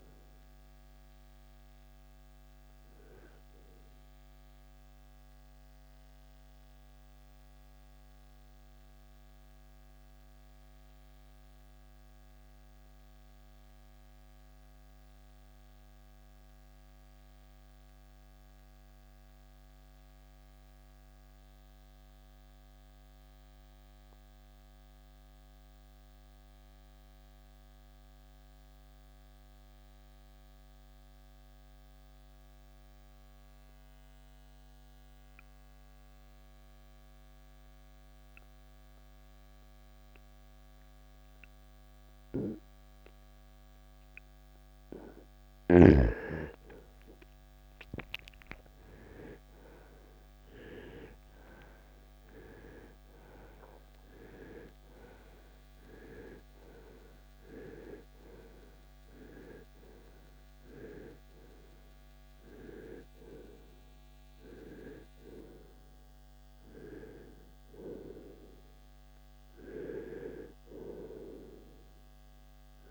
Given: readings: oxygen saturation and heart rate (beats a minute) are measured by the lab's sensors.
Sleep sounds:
breathing in sleep by a microphone on the trachea; 1
0.00-20.00 s: oxygen desaturation (device-marked, oxygen 80% lowest, heart rate 59 extreme)
4.50-44.50 s: mixed apnea (oxygen 95% before, 79% lowest, heart rate 84 before, 59 extreme, up 19 after)
8.00-72.91 s: new sleep stage, N2 (light sleep)
42.00-72.91 s: oxygen desaturation (device-marked, oxygen 98% before, 79% lowest, heart rate 67 before, 47 extreme)
46.00-51.50 s: arousal
From the record:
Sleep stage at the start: N1 (lightest sleep); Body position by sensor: on the right side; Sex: male

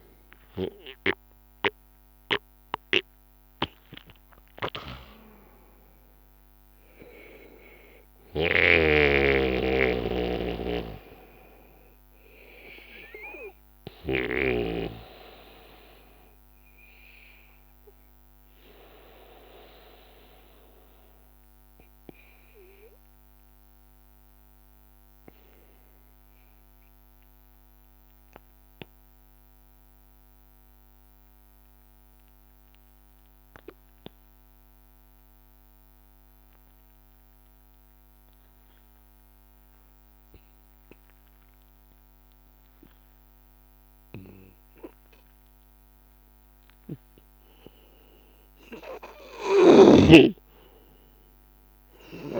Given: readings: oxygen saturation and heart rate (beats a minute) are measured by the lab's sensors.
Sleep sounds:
breathing in sleep by a microphone on the trachea; 1
0.00-2.00 s: arousal
13.50-44.00 s: obstructive apnea (oxygen 97% before, 92% lowest, heart rate 85 before, 81 extreme, up 1 after)
38.00-52.39 s: oxygen desaturation (device-marked, oxygen 99% before, 92% lowest, heart rate 82 before, 74 extreme)
45.50-49.00 s: arousal
From the record:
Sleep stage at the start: N2 (light sleep); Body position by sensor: on the back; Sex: male

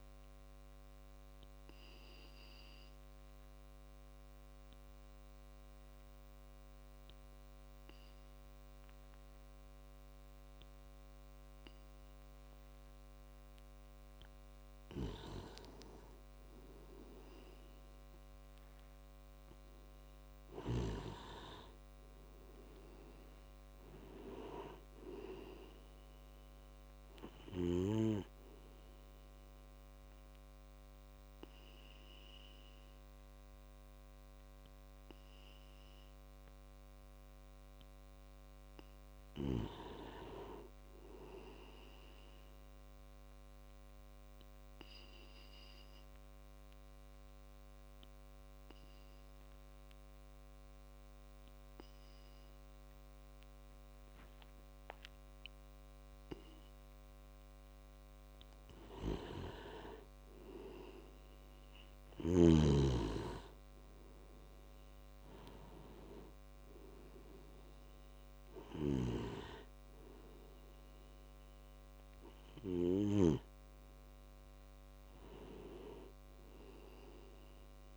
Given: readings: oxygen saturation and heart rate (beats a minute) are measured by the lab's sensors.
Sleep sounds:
breathing in sleep by a microphone on the trachea; 3
2.00-13.00 s: obstructive apnea (oxygen 98% before, 93% lowest, heart rate 60 before, 50 extreme, up 10 after)
17.00-21.00 s: arousal
28.00-38.00 s: obstructive apnea (oxygen 98% before, 91% lowest, heart rate 61 before, 51 extreme, up 10 after)
39.50-41.50 s: arousal
44.50-57.50 s: obstructive apnea (oxygen 96% before, 91% lowest, heart rate 60 before, 53 extreme, up 9 after)
59.50-64.00 s: arousal
68.00-77.97 s: oxygen desaturation (device-marked, oxygen 96% before, 91% lowest, heart rate 58 before, 52 extreme)
69.00-73.50 s: snoring (device-marked)
From the record:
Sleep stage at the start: N2 (light sleep); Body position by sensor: on the back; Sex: male

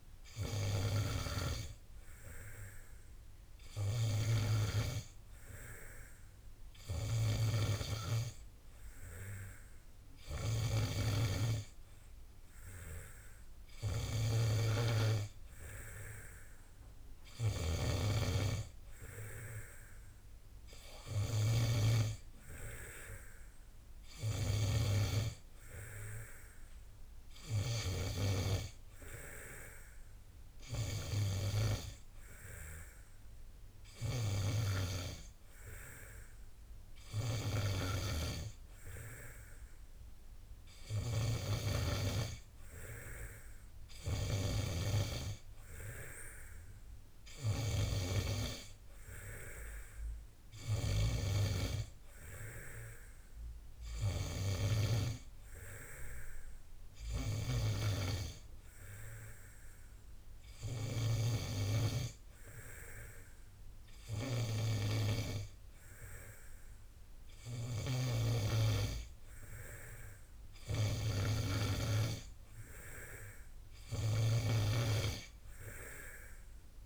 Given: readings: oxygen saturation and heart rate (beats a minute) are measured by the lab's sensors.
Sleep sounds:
breathing in sleep by a room microphone; none
none scored
From the record:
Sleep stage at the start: N2 (light sleep); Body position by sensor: on the back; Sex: male

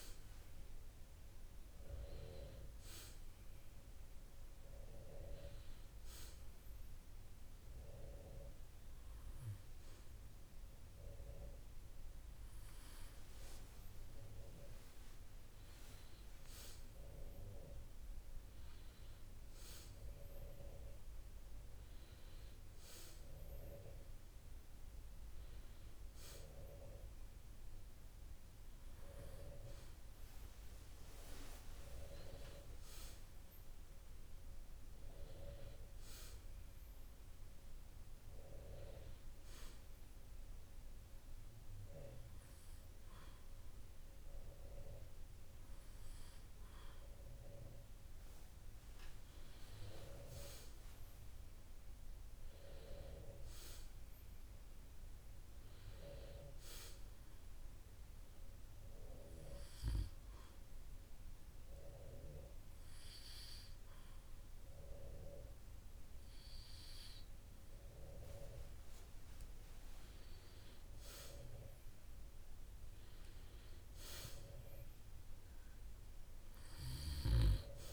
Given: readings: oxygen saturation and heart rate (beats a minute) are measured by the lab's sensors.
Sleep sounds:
breathing in sleep by a room microphone; 2
34.00-37.50 s: arousal
40.50-50.50 s: hypopnea (oxygen 97% before, 95% lowest, heart rate 108 before, 94 extreme)
52.00-55.50 s: arousal
59.00-71.50 s: hypopnea (oxygen 97% before, 95% lowest, heart rate 129 before, 103 extreme, up 46 after)
73.50-77.00 s: arousal
From the record:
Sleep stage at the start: N2 (light sleep); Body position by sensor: on the back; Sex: male

